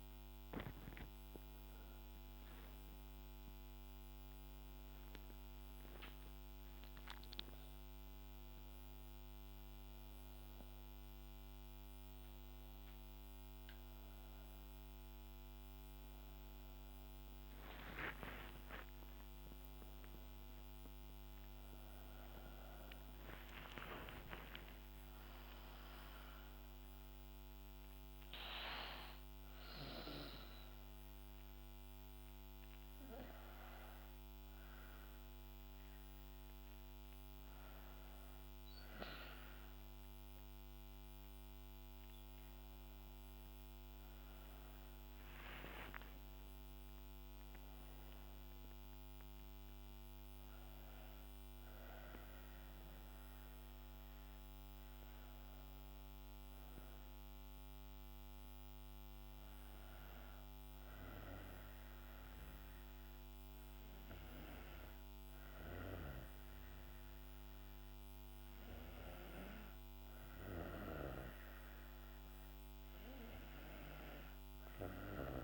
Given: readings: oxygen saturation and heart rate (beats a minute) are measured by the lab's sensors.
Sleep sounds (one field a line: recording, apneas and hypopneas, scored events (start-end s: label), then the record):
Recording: a person partly awake in a sleep study, by a microphone on the trachea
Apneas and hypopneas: none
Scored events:
26.00-75.44 s: new sleep stage, N2 (light sleep)
From the record:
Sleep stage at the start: awake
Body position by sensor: on the back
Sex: female